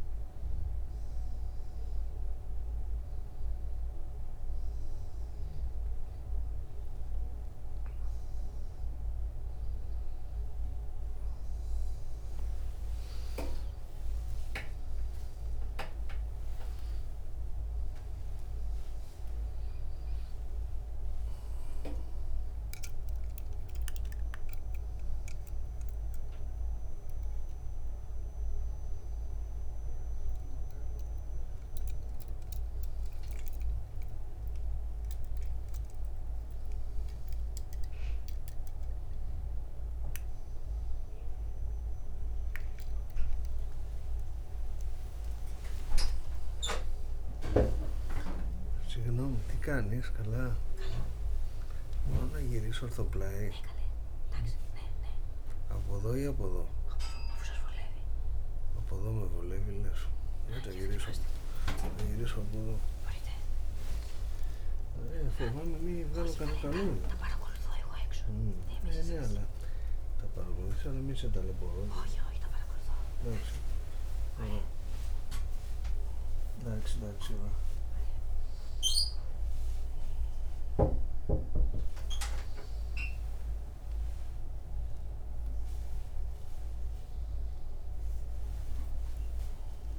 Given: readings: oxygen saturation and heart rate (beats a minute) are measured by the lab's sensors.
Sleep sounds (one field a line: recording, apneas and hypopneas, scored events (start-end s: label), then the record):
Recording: a person awake in a sleep study, by a room microphone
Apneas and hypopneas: none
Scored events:
1.00-89.99 s: new sleep stage, awake
9.00-11.00 s: long interval between heartbeats (device-marked, heart rate 90 before, 105 extreme)
16.00-18.00 s: long interval between heartbeats (device-marked, heart rate 101 before, 133 extreme)
45.00-47.00 s: long interval between heartbeats (device-marked, heart rate 84 before, 93 extreme)
48.50-69.00 s: snoring (device-marked)
51.50-53.50 s: long interval between heartbeats (device-marked, heart rate 87 before, 117 extreme)
62.00-64.00 s: long interval between heartbeats (device-marked, heart rate 102 before, 120 extreme)
68.00-70.00 s: long interval between heartbeats (device-marked, heart rate 117 before, 155 extreme)
71.00-77.00 s: snoring (device-marked)
73.00-75.00 s: long interval between heartbeats (device-marked, heart rate 126 before, 77 extreme)
86.50-88.50 s: long interval between heartbeats (device-marked, heart rate 108 before, 87 extreme)
From the record:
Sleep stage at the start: N1 (lightest sleep)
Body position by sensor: on the back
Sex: male